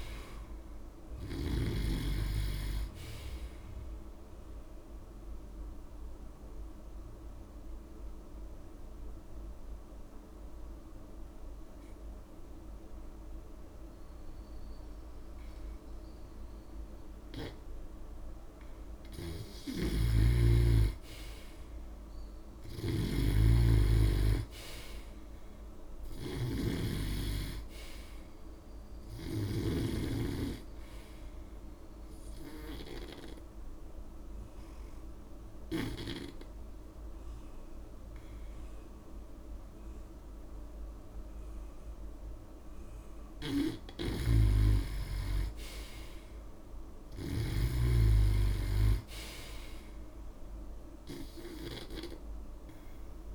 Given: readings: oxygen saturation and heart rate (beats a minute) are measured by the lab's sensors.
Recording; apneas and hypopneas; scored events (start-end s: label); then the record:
breathing in sleep by a room microphone; 2
0.00-1.00 s: arousal
0.00-2.00 s: snoring (device-marked)
4.00-17.00 s: oxygen desaturation (device-marked, oxygen 96% before, 90% lowest)
5.00-18.50 s: obstructive apnea (oxygen 96% before, 89% lowest)
19.50-30.00 s: snoring (device-marked)
20.50-24.50 s: arousal
29.00-42.00 s: oxygen desaturation (device-marked, oxygen 96% before, 89% lowest)
32.50-43.50 s: obstructive apnea (oxygen 96% before, 88% lowest)
44.00-48.00 s: snoring (device-marked)
45.00-48.00 s: arousal
From the record:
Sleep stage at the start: N2 (light sleep); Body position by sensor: on the back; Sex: male